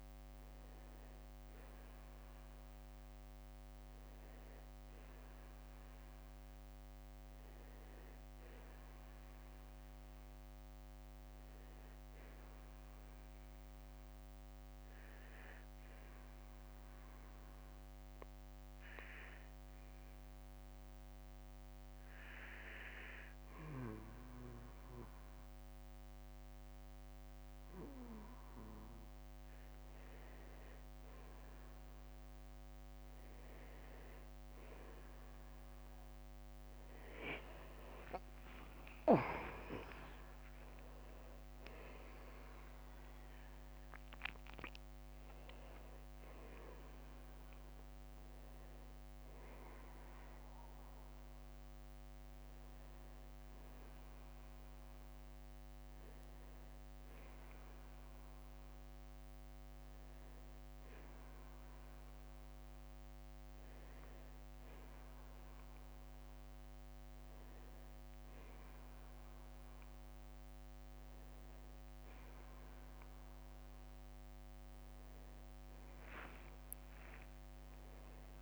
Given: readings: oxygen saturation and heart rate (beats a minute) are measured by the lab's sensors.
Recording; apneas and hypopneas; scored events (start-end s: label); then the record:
breathing in sleep by a microphone on the trachea; 1
1.00-31.00 s: new sleep stage, N2 (light sleep)
13.00-15.00 s: long interval between heartbeats (device-marked, heart rate 55 before, 65 extreme)
15.00-28.50 s: hypopnea (oxygen 93% before, 89% lowest, heart rate 56 before, 43 extreme, up 1 after)
31.00-61.00 s: new sleep stage, N1 (lightest sleep)
34.50-39.00 s: arousal
36.00-51.00 s: oxygen desaturation (device-marked, oxygen 93% before, 89% lowest, heart rate 54 before, 54 extreme)
61.00-78.42 s: new sleep stage, awake
69.50-71.50 s: long interval between heartbeats (device-marked, heart rate 62 before, 62 extreme)
77.00-78.42 s: tachycardia (device-marked, heart rate 58 before, 143 extreme)
From the record:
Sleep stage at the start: N1 (lightest sleep); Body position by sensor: on the back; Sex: male